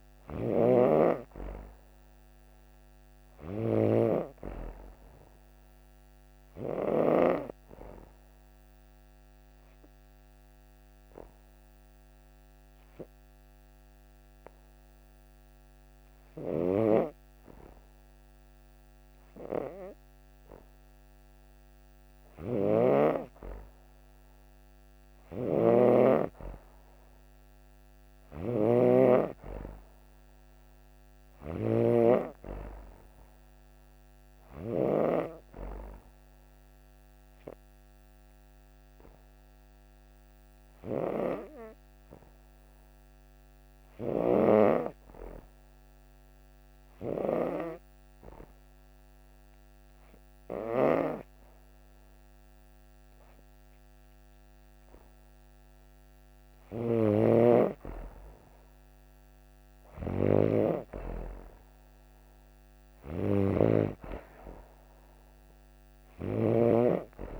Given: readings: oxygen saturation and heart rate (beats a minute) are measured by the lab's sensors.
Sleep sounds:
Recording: breathing in sleep by a microphone on the trachea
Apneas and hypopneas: 2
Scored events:
0.00-7.00 s: snoring (device-marked)
4.50-17.50 s: oxygen desaturation (device-marked, oxygen 96% before, 92% lowest)
6.50-17.50 s: obstructive apnea (oxygen 97% before, 92% lowest)
22.00-25.50 s: arousal
22.00-31.50 s: snoring (device-marked)
37.00-53.00 s: obstructive apnea (oxygen 96% before, 92% lowest)
55.00-59.00 s: arousal
56.50-67.40 s: snoring (device-marked)
From the record:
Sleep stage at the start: N2 (light sleep)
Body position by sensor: on the back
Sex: female

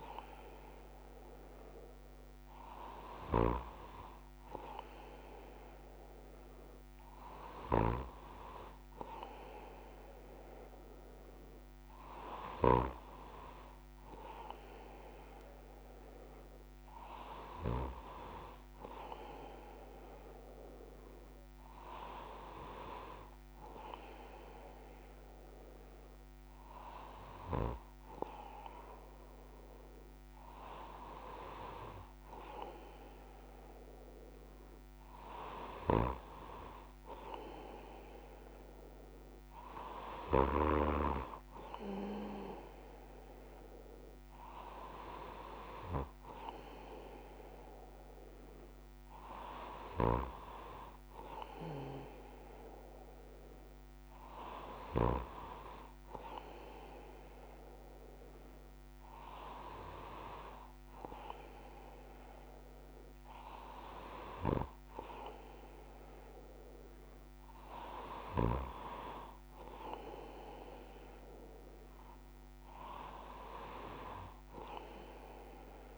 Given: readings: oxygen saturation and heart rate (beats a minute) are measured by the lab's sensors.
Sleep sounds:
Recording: breathing in sleep by a microphone on the trachea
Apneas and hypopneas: none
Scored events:
none scored
From the record:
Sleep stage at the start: N1 (lightest sleep)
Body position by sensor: on the back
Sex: male

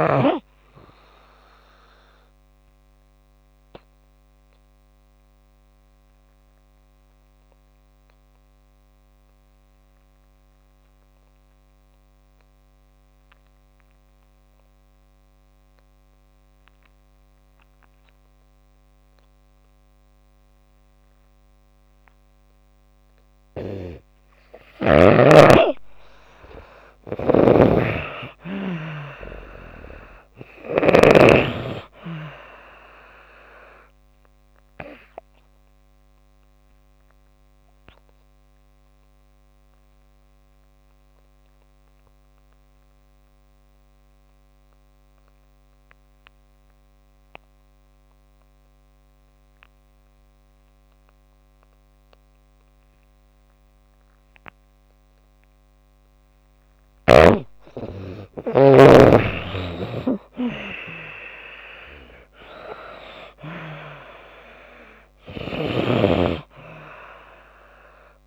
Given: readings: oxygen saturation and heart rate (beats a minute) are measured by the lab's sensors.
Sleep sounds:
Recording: breathing in sleep by a microphone on the trachea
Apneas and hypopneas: 2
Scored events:
0.00-22.00 s: oxygen desaturation (device-marked, oxygen 81% lowest)
1.50-23.00 s: obstructive apnea (oxygen 96% before, 81% lowest)
24.50-28.50 s: arousal
27.00-31.00 s: snoring (device-marked)
34.00-56.00 s: obstructive apnea (oxygen 98% before, 84% lowest)
38.00-60.00 s: oxygen desaturation (device-marked, oxygen 96% before, 85% lowest)
60.50-65.00 s: arousal
From the record:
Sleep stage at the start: N2 (light sleep)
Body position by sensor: on the back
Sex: female

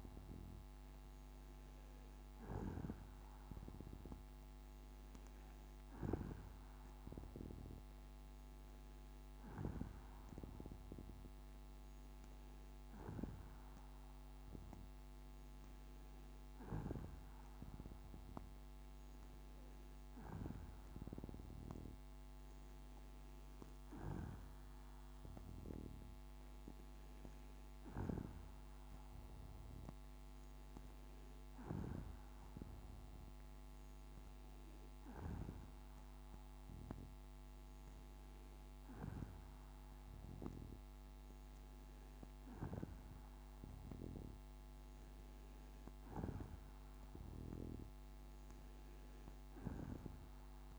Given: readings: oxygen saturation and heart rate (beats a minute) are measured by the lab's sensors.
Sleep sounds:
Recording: breathing in sleep by a microphone on the trachea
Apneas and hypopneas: none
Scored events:
none scored
From the record:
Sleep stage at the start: N2 (light sleep)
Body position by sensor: on the back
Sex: female

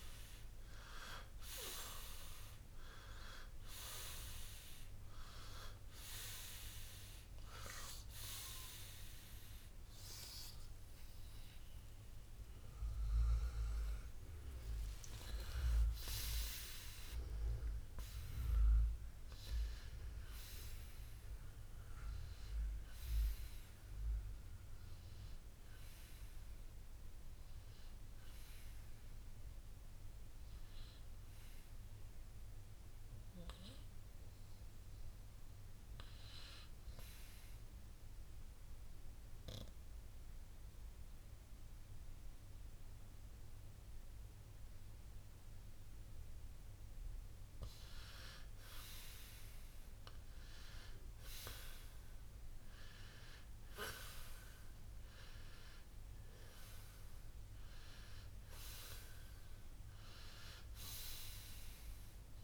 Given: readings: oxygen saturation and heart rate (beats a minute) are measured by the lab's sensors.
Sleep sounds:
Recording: breathing in sleep by a room microphone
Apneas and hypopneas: 1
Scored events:
2.00-13.00 s: oxygen desaturation (device-marked, oxygen 95% before, 92% lowest, heart rate 66 before, 57 extreme)
11.00-15.00 s: arousal
37.00-48.00 s: obstructive apnea (oxygen 94% before, 91% lowest, heart rate 63 before, 60 extreme, up 6 after)
50.50-54.50 s: arousal
56.00-62.44 s: oxygen desaturation (device-marked, oxygen 96% before, 91% lowest, heart rate 61 before, 58 extreme)
From the record:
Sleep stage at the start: N2 (light sleep)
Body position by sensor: on the right side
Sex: male

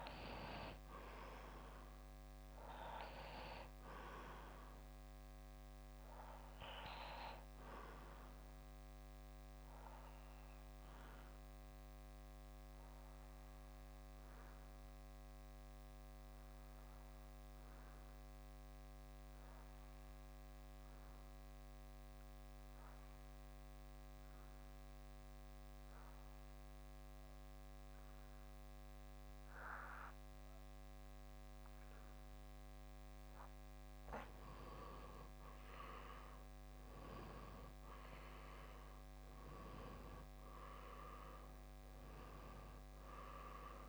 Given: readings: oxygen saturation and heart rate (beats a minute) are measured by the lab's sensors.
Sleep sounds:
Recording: breathing in sleep by a microphone on the trachea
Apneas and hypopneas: 1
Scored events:
4.50-28.50 s: bradycardia (device-marked, heart rate 60 before, 57 extreme)
8.50-32.50 s: obstructive apnea (oxygen 99% before, 92% lowest, heart rate 61 before, 57 extreme, up 7 after)
22.50-32.50 s: oxygen desaturation (device-marked, oxygen 96% before, 93% lowest, heart rate 59 before, 58 extreme)
29.50-32.50 s: bradycardia (device-marked, heart rate 60 before, 59 extreme)
36.50-40.50 s: arousal
From the record:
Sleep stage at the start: N2 (light sleep)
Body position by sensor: on the back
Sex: male

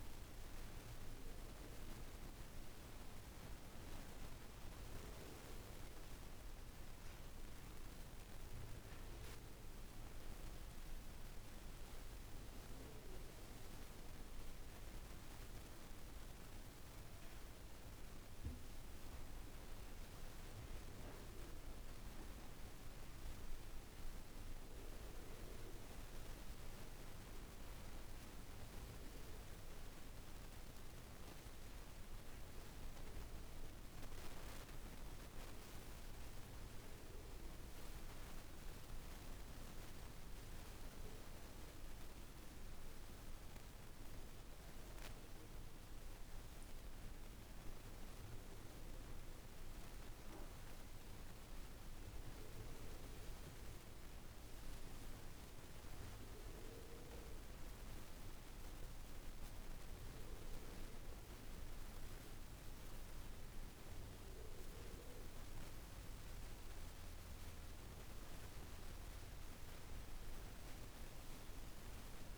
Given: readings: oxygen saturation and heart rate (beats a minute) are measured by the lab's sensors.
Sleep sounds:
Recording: breathing in sleep, hard to hear, by a room microphone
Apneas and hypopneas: none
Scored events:
0.00-8.50 s: oxygen desaturation (device-marked, oxygen 91% lowest, heart rate 53 extreme)
47.50-52.50 s: arousal
From the record:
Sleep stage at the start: N1 (lightest sleep)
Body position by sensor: on the back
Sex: female

